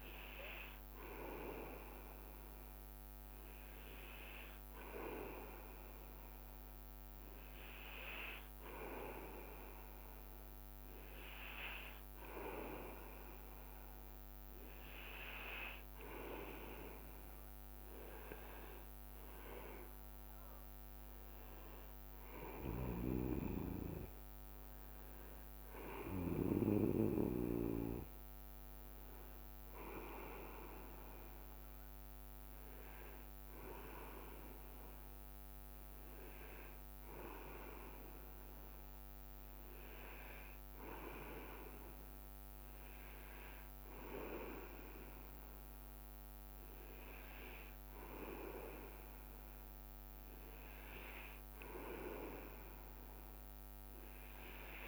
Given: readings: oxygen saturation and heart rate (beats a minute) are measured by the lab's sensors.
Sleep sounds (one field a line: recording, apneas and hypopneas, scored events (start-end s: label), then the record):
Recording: breathing in sleep by a microphone on the trachea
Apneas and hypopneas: none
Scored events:
0.00-5.00 s: leg movement (device-marked)
38.50-40.00 s: leg movement (device-marked)
45.00-48.50 s: leg movement (device-marked)
From the record:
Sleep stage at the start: N2 (light sleep)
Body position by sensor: on the back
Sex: male